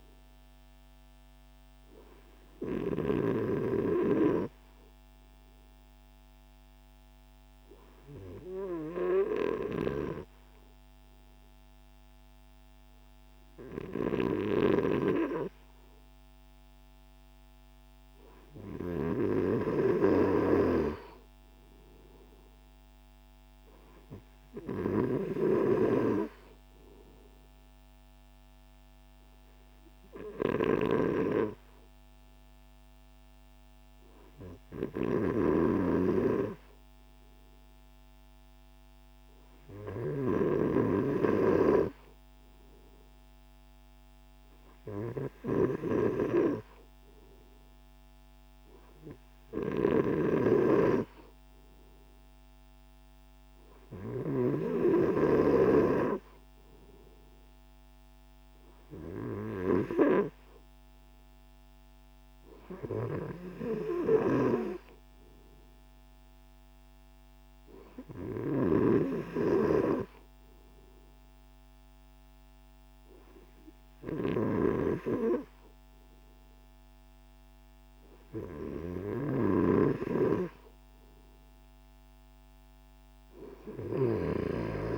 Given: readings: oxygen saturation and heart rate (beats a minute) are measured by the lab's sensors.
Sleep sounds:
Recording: breathing in sleep by a microphone on the trachea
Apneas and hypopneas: 2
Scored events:
1.50-18.00 s: obstructive apnea (oxygen 96% before, 94% lowest, heart rate 141 before, 78 extreme, up 0 after)
7.50-84.98 s: new sleep stage, N3 (deep sleep)
21.50-25.50 s: arousal
30.00-42.50 s: obstructive apnea (oxygen 96% before, 94% lowest, heart rate 104 before, 40 extreme, up 52 after)
45.50-50.50 s: arousal
From the record:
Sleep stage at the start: N2 (light sleep)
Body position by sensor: on the right side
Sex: male

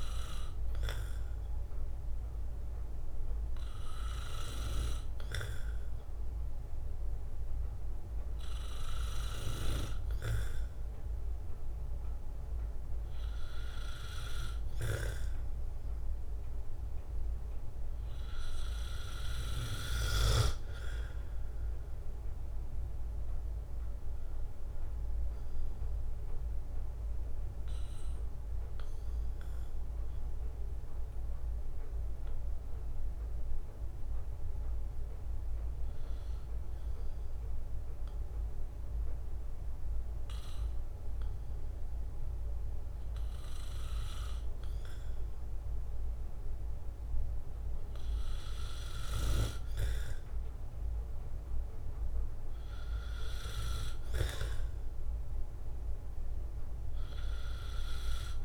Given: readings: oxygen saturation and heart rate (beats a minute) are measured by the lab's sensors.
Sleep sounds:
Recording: breathing in sleep by a room microphone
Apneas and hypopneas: 1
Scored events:
24.00-39.00 s: drop in pulse transit time (device-marked, heart rate 66 before, 64 extreme)
28.00-32.50 s: arousal
35.00-46.00 s: obstructive apnea (oxygen 93% before, 90% lowest, heart rate 66 before, 62 extreme, up 4 after)
48.50-52.50 s: arousal
53.00-58.44 s: oxygen desaturation (device-marked, oxygen 97% before, 92% lowest, heart rate 64 before, 62 extreme)
From the record:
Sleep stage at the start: N2 (light sleep)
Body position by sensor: on the right side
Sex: male

